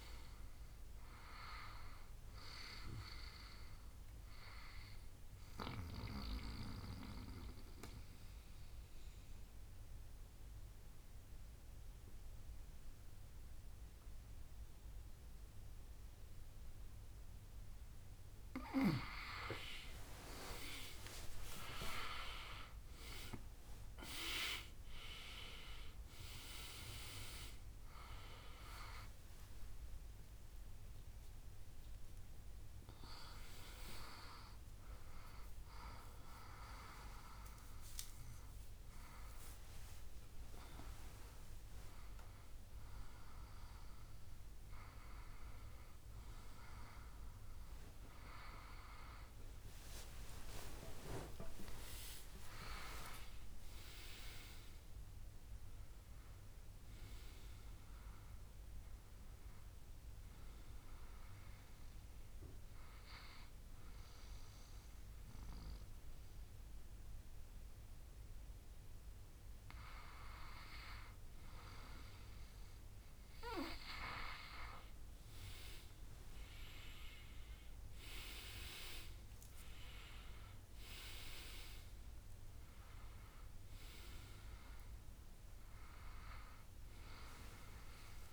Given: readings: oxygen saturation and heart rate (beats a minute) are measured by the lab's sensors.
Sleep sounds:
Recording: breathing in sleep by a room microphone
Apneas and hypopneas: 3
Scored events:
6.00-19.50 s: central apnea (oxygen 97% before, 94% lowest, heart rate 67 before, 65 extreme, up 15 after)
20.50-24.50 s: arousal
30.00-41.00 s: hypopnea (oxygen 97% before, 94% lowest, heart rate 71 before, 68 extreme, up 0 after)
46.50-50.00 s: arousal
50.50-52.50 s: long interval between heartbeats (device-marked, heart rate 77 before, 84 extreme)
61.50-74.50 s: obstructive apnea (oxygen 98% before, 95% lowest, heart rate 78 before, 63 extreme, up 8 after)
76.50-81.50 s: arousal
83.00-85.00 s: long interval between heartbeats (device-marked, heart rate 66 before, 75 extreme)
From the record:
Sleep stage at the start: N2 (light sleep)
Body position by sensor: on the back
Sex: male

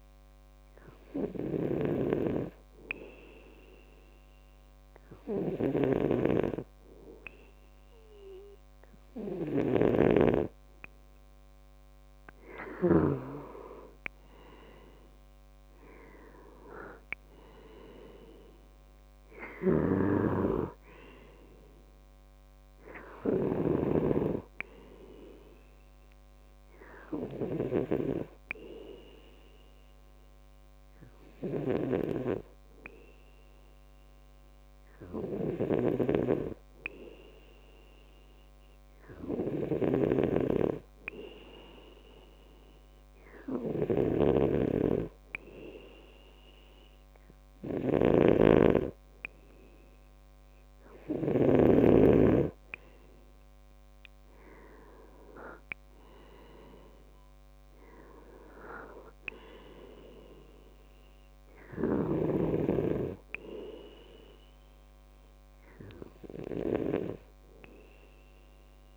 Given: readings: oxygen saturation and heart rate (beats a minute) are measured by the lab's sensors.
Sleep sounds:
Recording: breathing in sleep by a microphone on the trachea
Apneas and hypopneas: 2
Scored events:
0.00-13.00 s: snoring (device-marked)
0.50-11.00 s: hypopnea (oxygen 97% before, 94% lowest, heart rate 65 before, 63 extreme, up 7 after)
13.50-17.00 s: arousal
19.50-24.00 s: snoring (device-marked)
34.00-51.50 s: hypopnea (oxygen 97% before, 94% lowest, heart rate 67 before, 63 extreme, up 7 after)
39.50-51.50 s: snoring (device-marked)
54.00-57.50 s: arousal
From the record:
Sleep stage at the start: N2 (light sleep)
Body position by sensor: on the back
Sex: male

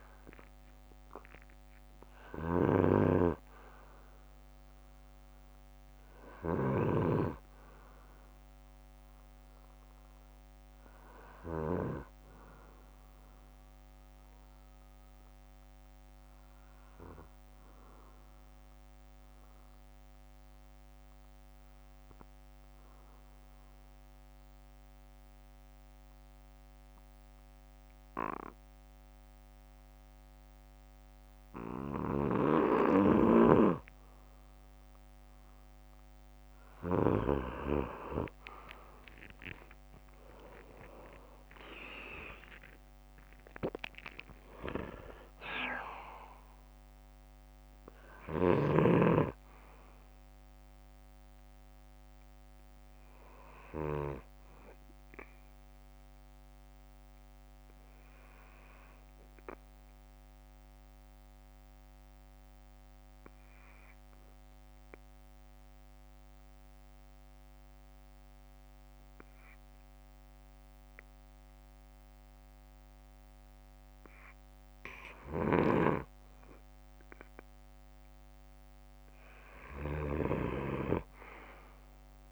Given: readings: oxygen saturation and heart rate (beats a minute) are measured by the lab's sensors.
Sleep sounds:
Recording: breathing in sleep by a microphone on the trachea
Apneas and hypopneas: 2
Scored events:
0.00-7.00 s: snoring (device-marked)
10.50-12.50 s: bradycardia (device-marked, heart rate 63 before, 61 extreme)
16.00-32.00 s: obstructive apnea (oxygen 97% before, 94% lowest, heart rate 66 before, 55 extreme, up 11 after)
20.50-22.50 s: bradycardia (device-marked, heart rate 63 before, 60 extreme)
39.00-44.00 s: arousal
55.50-63.50 s: bradycardia (device-marked, heart rate 63 before, 54 extreme)
59.50-74.50 s: obstructive apnea (oxygen 98% before, 94% lowest, heart rate 66 before, 58 extreme, up 9 after)
From the record:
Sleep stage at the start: N2 (light sleep)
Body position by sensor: on the back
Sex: male

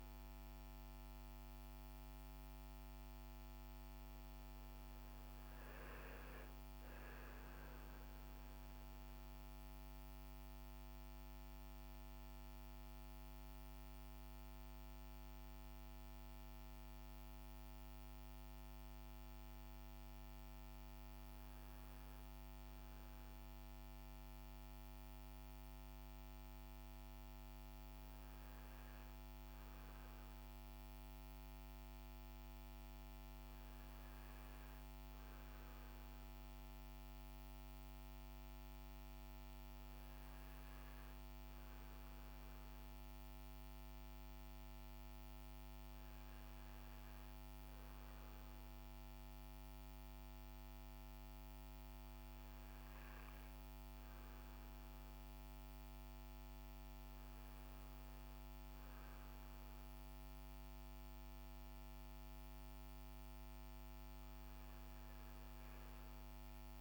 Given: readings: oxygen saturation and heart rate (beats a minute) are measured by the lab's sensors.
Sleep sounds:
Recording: breathing in sleep, hard to hear, by a microphone on the trachea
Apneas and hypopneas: 1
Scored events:
10.50-21.50 s: central apnea (oxygen 96% before, 95% lowest)
25.00-28.00 s: arousal
From the record:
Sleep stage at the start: REM sleep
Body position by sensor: on the front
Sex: male

